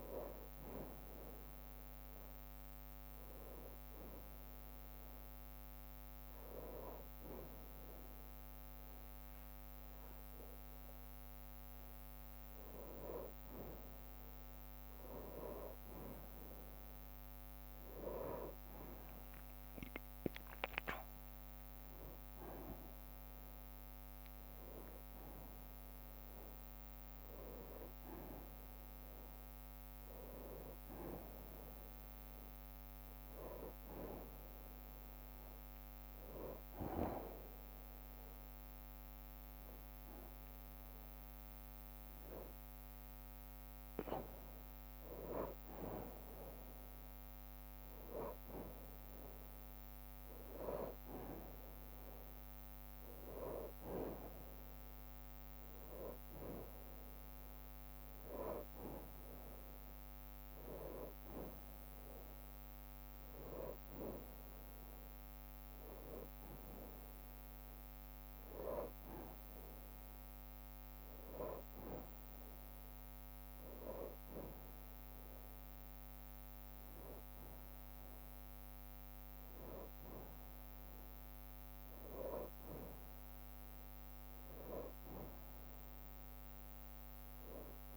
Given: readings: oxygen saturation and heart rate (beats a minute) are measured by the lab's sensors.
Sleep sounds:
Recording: breathing in sleep by a microphone on the trachea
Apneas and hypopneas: none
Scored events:
21.50-27.50 s: bradycardia (device-marked, heart rate 63 before, 58 extreme)
33.00-35.00 s: long interval between heartbeats (device-marked, heart rate 63 before, 71 extreme)
51.50-57.50 s: bradycardia (device-marked, heart rate 63 before, 56 extreme)
62.50-73.50 s: drop in pulse transit time (device-marked, heart rate 63 before, 63 extreme)
85.50-87.97 s: bradycardia (device-marked, heart rate 62 before, 57 extreme)
From the record:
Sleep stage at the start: N2 (light sleep)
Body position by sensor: on the back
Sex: male

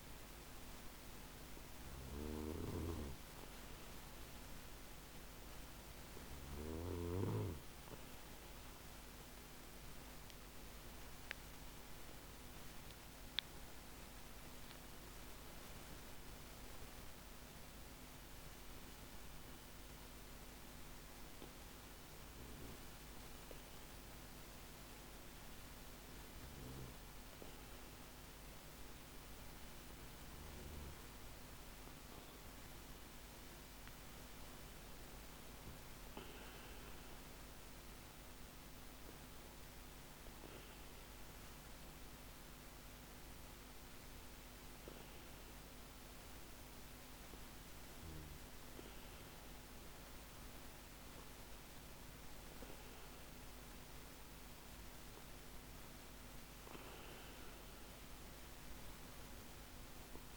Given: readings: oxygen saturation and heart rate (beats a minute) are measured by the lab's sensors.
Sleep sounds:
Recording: breathing in sleep, hard to hear, by a microphone on the trachea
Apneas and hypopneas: none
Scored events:
11.00-14.50 s: arousal
From the record:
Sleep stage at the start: N2 (light sleep)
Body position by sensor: on the back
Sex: male

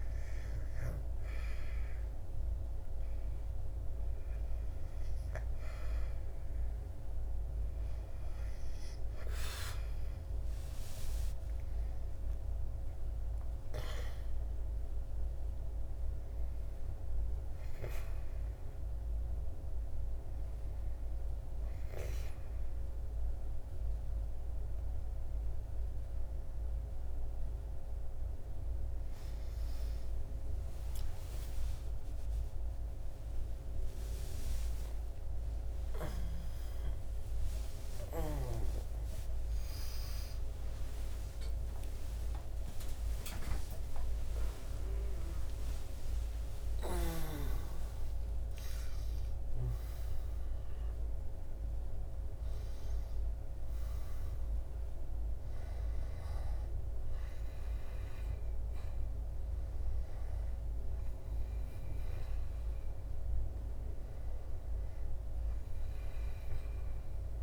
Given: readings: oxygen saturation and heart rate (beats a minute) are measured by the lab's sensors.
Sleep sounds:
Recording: a person awake in a sleep study, by a room microphone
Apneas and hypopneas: none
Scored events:
6.00-66.00 s: new sleep stage, awake
66.00-67.43 s: new sleep stage, N2 (light sleep)
From the record:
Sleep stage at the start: REM sleep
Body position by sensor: on the back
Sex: male

